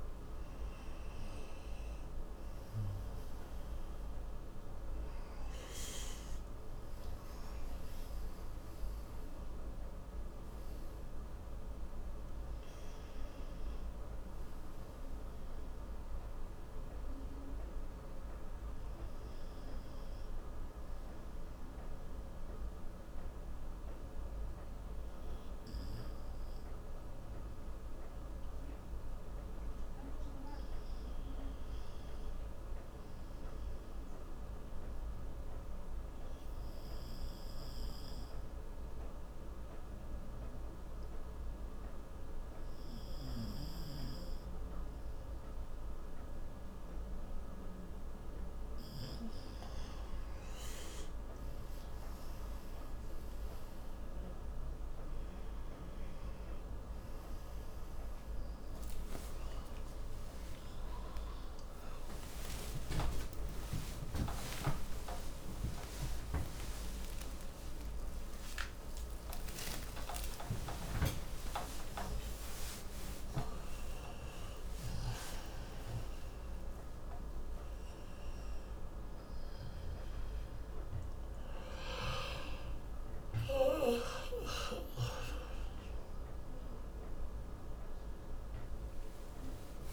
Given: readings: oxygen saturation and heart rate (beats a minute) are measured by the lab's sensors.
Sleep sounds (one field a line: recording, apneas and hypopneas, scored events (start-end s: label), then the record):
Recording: a person partly awake in a sleep study, by a room microphone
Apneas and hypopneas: 1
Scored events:
0.00-1.50 s: arousal
1.00-30.00 s: oxygen desaturation (device-marked, oxygen 93% before, 89% lowest, heart rate 69 before, 61 extreme)
21.00-50.50 s: mixed apnea (oxygen 93% before, 89% lowest, heart rate 72 before, 62 extreme, up 14 after)
43.50-49.50 s: snoring (device-marked)
48.00-82.00 s: oxygen desaturation (device-marked, oxygen 96% before, 90% lowest)
56.00-89.93 s: new sleep stage, awake
From the record:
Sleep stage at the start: N2 (light sleep)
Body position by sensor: on the front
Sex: male